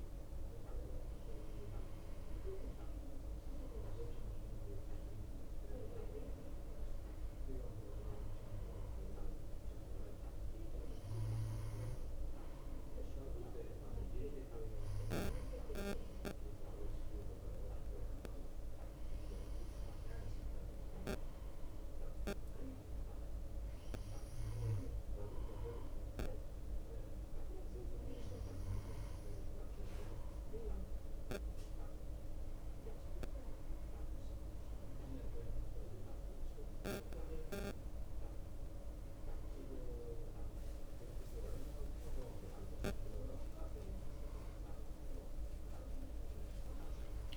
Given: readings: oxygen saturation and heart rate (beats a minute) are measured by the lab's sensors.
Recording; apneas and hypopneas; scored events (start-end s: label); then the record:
breathing in sleep by a room microphone; none
none scored
From the record:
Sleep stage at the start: N2 (light sleep); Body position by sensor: on the back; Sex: male